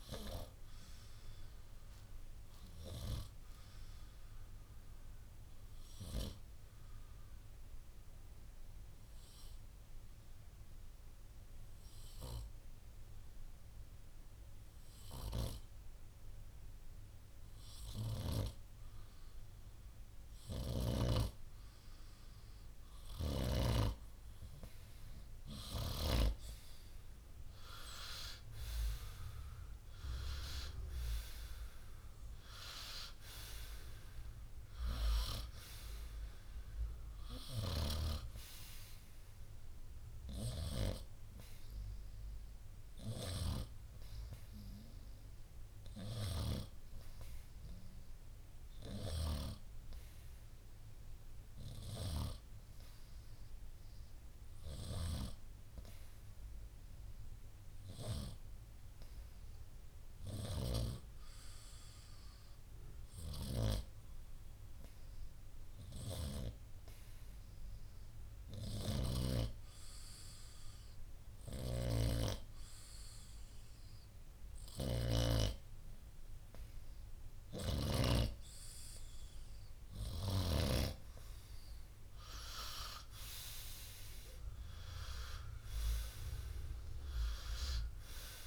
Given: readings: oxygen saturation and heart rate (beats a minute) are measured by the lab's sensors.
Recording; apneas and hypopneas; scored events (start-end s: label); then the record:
breathing in sleep by a room microphone; 2
1.50-14.50 s: oxygen desaturation (device-marked, oxygen 94% before, 91% lowest, heart rate 65 before, 57 extreme)
1.50-20.50 s: obstructive apnea (oxygen 96% before, 91% lowest, heart rate 65 before, 57 extreme, up 6 after)
27.50-31.50 s: arousal
52.00-77.00 s: hypopnea (oxygen 96% before, 91% lowest, heart rate 64 before, 52 extreme, up 13 after)
76.50-88.47 s: oxygen desaturation (device-marked, oxygen 96% before, 91% lowest, heart rate 58 before, 58 extreme)
79.50-84.00 s: arousal
From the record:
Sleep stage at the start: N2 (light sleep); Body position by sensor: on the right side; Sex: male